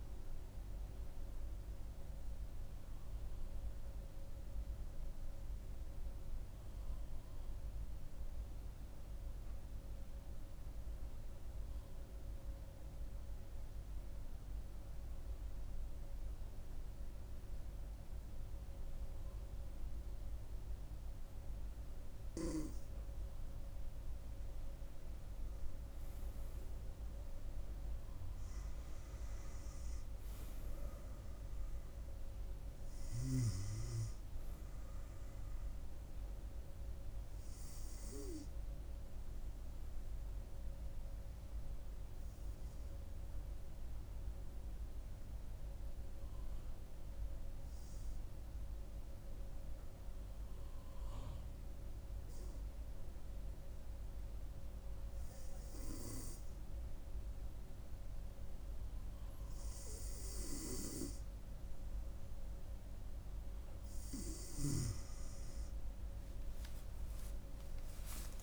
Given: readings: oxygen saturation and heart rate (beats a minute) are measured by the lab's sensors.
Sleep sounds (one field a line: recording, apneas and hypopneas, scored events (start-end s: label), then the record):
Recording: breathing in sleep by a room microphone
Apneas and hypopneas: 2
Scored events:
3.00-25.00 s: obstructive apnea (oxygen 98% before, 93% lowest, heart rate 74 before, 63 extreme, up 3 after)
27.00-30.00 s: arousal
42.00-61.50 s: hypopnea (oxygen 100% before, 93% lowest, heart rate 67 before, 64 extreme, up 14 after)
52.50-67.50 s: oxygen desaturation (device-marked, oxygen 97% before, 93% lowest, heart rate 65 before, 63 extreme)
67.00-68.43 s: arousal
From the record:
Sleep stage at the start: N2 (light sleep)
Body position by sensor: on the front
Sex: female